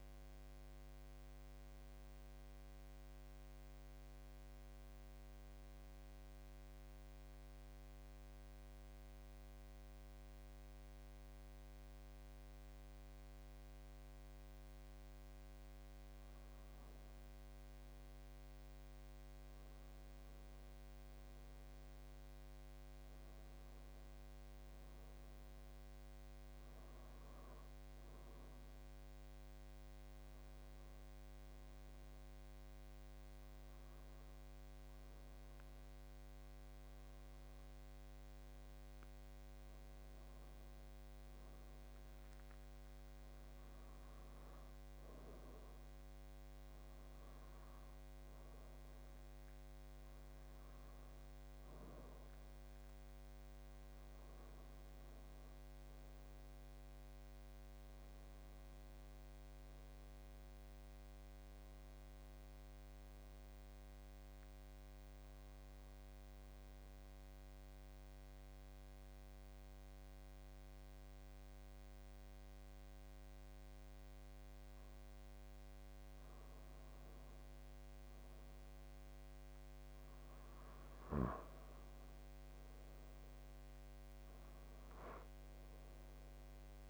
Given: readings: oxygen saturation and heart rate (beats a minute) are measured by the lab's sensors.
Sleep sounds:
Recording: breathing in sleep, hard to hear, by a microphone on the trachea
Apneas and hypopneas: 3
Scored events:
5.50-16.50 s: central apnea (oxygen 94% before, 90% lowest, heart rate 86 before, 80 extreme, up 7 after)
19.00-22.50 s: arousal
22.00-33.00 s: oxygen desaturation (device-marked, oxygen 94% before, 90% lowest, heart rate 83 before, 83 extreme)
30.50-41.00 s: obstructive apnea (oxygen 94% before, 90% lowest, heart rate 84 before, 83 extreme, up 4 after)
54.50-58.50 s: arousal
65.00-76.00 s: obstructive apnea (oxygen 93% before, 90% lowest, heart rate 85 before, 79 extreme, up 7 after)
82.00-86.89 s: oxygen desaturation (device-marked, oxygen 93% before, 90% lowest, heart rate 81 before, 75 extreme)
82.50-86.00 s: arousal
From the record:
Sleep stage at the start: N2 (light sleep)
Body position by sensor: on the back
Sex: male

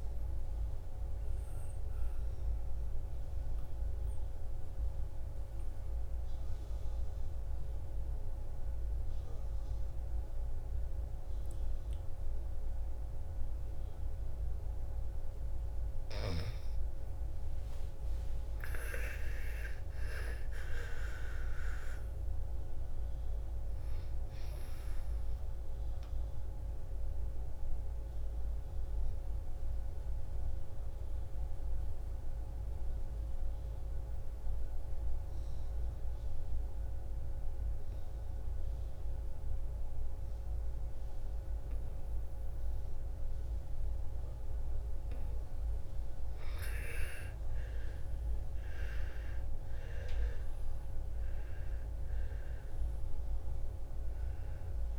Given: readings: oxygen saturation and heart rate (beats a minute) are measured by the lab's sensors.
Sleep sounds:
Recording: breathing in sleep by a room microphone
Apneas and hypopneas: 2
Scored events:
0.00-11.50 s: oxygen desaturation (device-marked, oxygen 85% lowest, heart rate 55 extreme)
0.50-15.50 s: obstructive apnea (oxygen 98% before, 83% lowest, heart rate 60 before, 54 extreme, up 9 after)
17.50-21.50 s: arousal
25.50-42.50 s: oxygen desaturation (device-marked, oxygen 99% before, 91% lowest, heart rate 59 before, 54 extreme)
27.00-44.50 s: obstructive apnea (oxygen 99% before, 83% lowest, heart rate 60 before, 54 extreme, up 9 after)
47.00-51.00 s: arousal
48.50-54.99 s: oxygen desaturation (device-marked, oxygen 99% before, 83% lowest, heart rate 57 before, 55 extreme)
From the record:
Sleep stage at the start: N2 (light sleep)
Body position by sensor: on the back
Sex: female

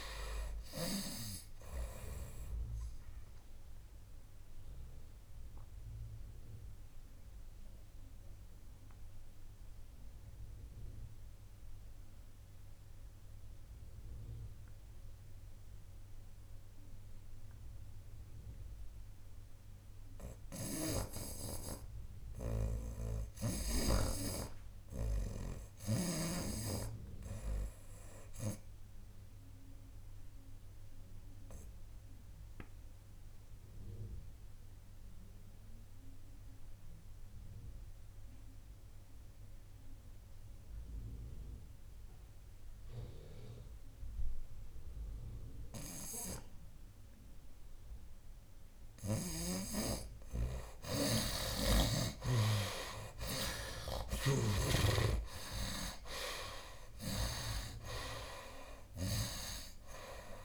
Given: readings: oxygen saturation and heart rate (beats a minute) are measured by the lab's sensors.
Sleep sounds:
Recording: breathing in sleep by a room microphone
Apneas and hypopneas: 2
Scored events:
0.00-18.00 s: oxygen desaturation (device-marked, oxygen 46% lowest, heart rate 69 extreme)
3.00-20.00 s: obstructive apnea (oxygen 70% before, 43% lowest, heart rate 82 before, 75 extreme, up 3 after)
20.00-50.00 s: oxygen desaturation (device-marked, oxygen 89% before, 56% lowest, heart rate 90 before, 75 extreme)
20.50-24.00 s: snoring (device-marked)
22.50-26.00 s: arousal
29.50-49.00 s: obstructive apnea (oxygen 89% before, 43% lowest, heart rate 83 before, 75 extreme, up 19 after)
51.50-56.00 s: arousal
52.00-60.45 s: oxygen desaturation (device-marked, oxygen 63% before, 43% lowest, heart rate 82 before, 76 extreme)
54.00-57.50 s: snoring (device-marked)
From the record:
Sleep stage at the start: REM sleep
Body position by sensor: on the right side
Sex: male

